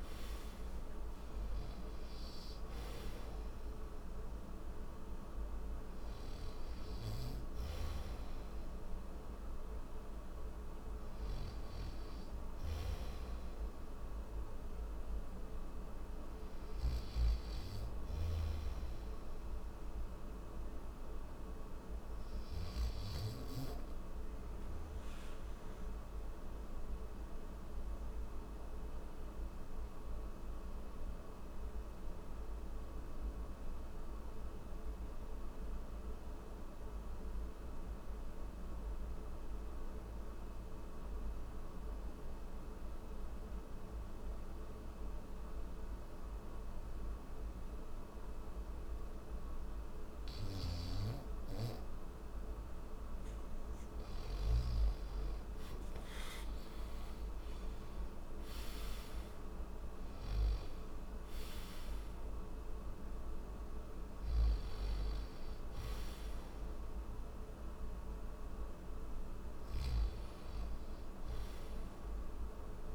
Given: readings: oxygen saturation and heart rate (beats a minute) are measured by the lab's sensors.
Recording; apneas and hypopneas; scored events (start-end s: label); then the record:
breathing in sleep, hard to hear, by a room microphone; none
7.00-22.50 s: snoring (device-marked)
16.00-25.00 s: oxygen desaturation (device-marked, oxygen 96% before, 90% lowest, heart rate 73 before, 65 extreme)
46.00-72.95 s: oxygen desaturation (device-marked, oxygen 98% before, 89% lowest, heart rate 68 before, 63 extreme)
50.00-54.00 s: snoring (device-marked)
63.50-72.95 s: snoring (device-marked)
From the record:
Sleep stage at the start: N1 (lightest sleep); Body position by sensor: on the back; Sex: male